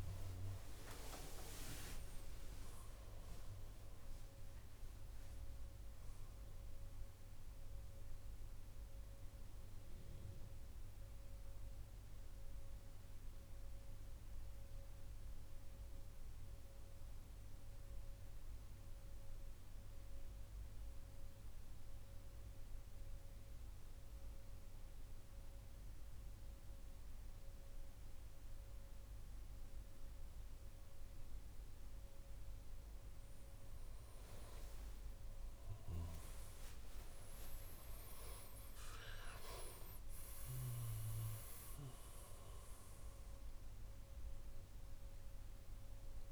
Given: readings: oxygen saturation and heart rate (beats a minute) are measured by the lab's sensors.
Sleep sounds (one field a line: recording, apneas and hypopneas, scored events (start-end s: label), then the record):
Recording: breathing in sleep by a room microphone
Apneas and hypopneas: 1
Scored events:
0.00-1.50 s: arousal
12.50-32.00 s: central apnea (oxygen 99% before, 91% lowest, heart rate 94 before, 89 extreme, up 18 after)
29.50-46.32 s: oxygen desaturation (device-marked, oxygen 98% before, 91% lowest, heart rate 129 before, 58 extreme)
34.50-39.00 s: arousal
From the record:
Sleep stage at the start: N2 (light sleep)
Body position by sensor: on the back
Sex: male